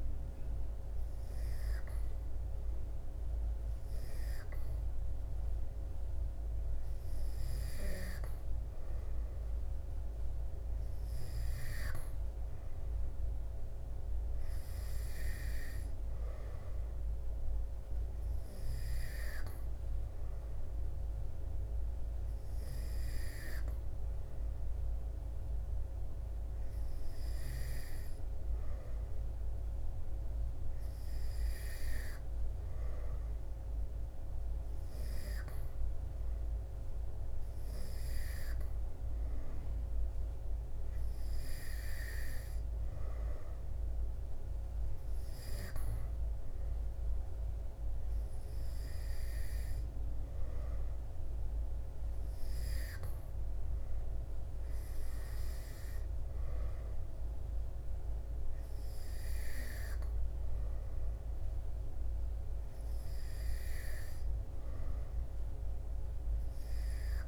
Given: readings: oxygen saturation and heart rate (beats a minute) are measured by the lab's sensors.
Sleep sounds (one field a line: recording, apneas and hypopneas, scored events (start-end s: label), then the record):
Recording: breathing in sleep by a room microphone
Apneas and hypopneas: none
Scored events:
none scored
From the record:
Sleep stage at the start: N2 (light sleep)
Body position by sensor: on the back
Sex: male